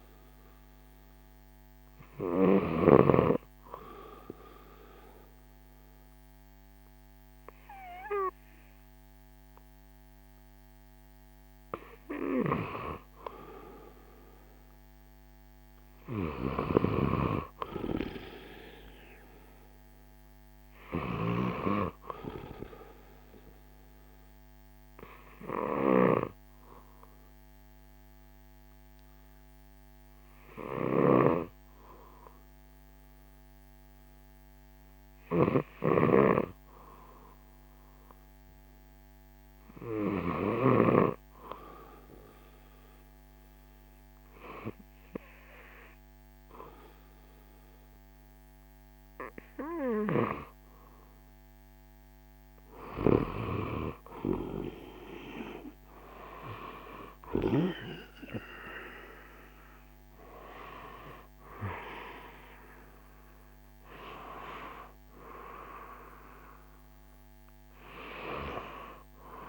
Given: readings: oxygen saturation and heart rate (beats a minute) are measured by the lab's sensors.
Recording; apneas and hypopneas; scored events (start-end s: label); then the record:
breathing in sleep by a microphone on the trachea; 1
0.00-2.50 s: snoring (device-marked)
25.00-49.50 s: hypopnea (oxygen 95% before, 91% lowest, heart rate 62 before, 59 extreme, up 6 after)
25.50-40.50 s: snoring (device-marked)
34.50-44.50 s: oxygen desaturation (device-marked, oxygen 94% before, 91% lowest, heart rate 61 before, 60 extreme)
52.00-55.50 s: arousal
54.50-69.49 s: oxygen desaturation (device-marked, oxygen 95% before, 91% lowest, heart rate 62 before, 60 extreme)
57.50-69.49 s: drop in pulse transit time (device-marked, heart rate 62 before, 66 extreme)
From the record:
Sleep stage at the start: N2 (light sleep); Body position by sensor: on the left side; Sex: male